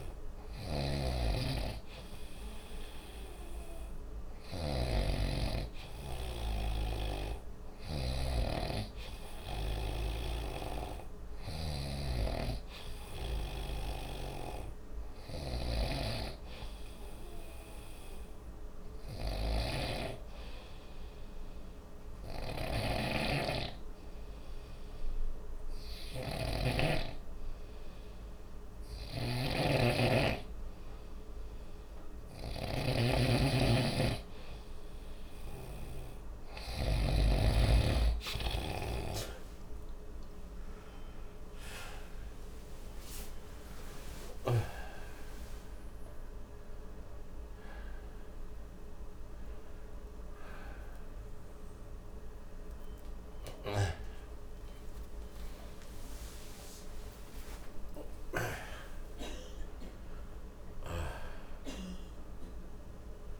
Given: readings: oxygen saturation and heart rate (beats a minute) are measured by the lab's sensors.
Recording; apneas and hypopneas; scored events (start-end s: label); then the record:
a person partly awake in a sleep study, by a room microphone; none
0.00-16.00 s: snoring (device-marked)
22.50-37.00 s: snoring (device-marked)
40.50-63.40 s: new sleep stage, awake
From the record:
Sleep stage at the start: N3 (deep sleep); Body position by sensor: on the right side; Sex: male